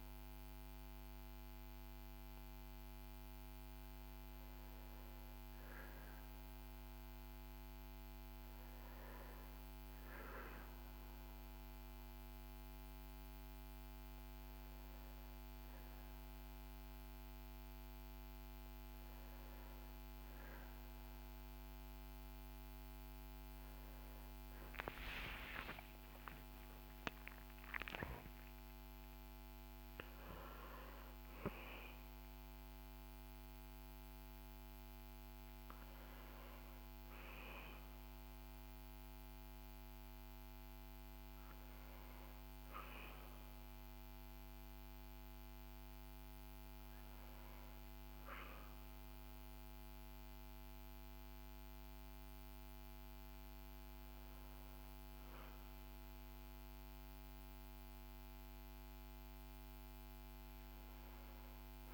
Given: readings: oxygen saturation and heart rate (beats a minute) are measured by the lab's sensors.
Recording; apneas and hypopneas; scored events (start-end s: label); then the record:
a person awake in a sleep study, hard to hear, by a microphone on the trachea; none
none scored
From the record:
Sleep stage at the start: awake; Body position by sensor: on the back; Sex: male